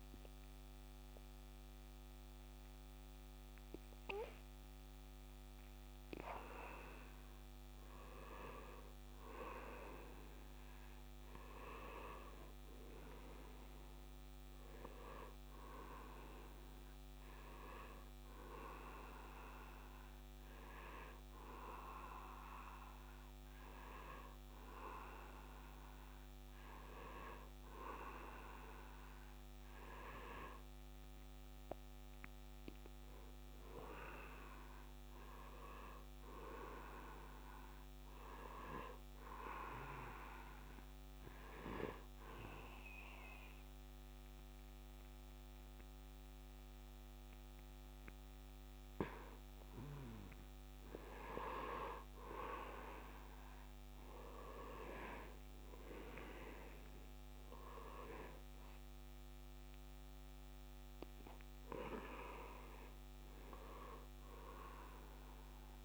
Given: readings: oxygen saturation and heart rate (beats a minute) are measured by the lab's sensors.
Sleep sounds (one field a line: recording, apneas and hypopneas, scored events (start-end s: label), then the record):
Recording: breathing in sleep by a microphone on the trachea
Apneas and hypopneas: 1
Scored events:
18.50-29.50 s: oxygen desaturation (device-marked, oxygen 96% before, 93% lowest, heart rate 80 before, 77 extreme)
42.50-52.50 s: obstructive apnea (oxygen 97% before, 88% lowest, heart rate 79 before, 76 extreme, up 6 after)
54.00-57.50 s: arousal
60.50-65.85 s: oxygen desaturation (device-marked, oxygen 94% before, 88% lowest, heart rate 81 before, 76 extreme)
From the record:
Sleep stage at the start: N2 (light sleep)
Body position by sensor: on the right side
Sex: male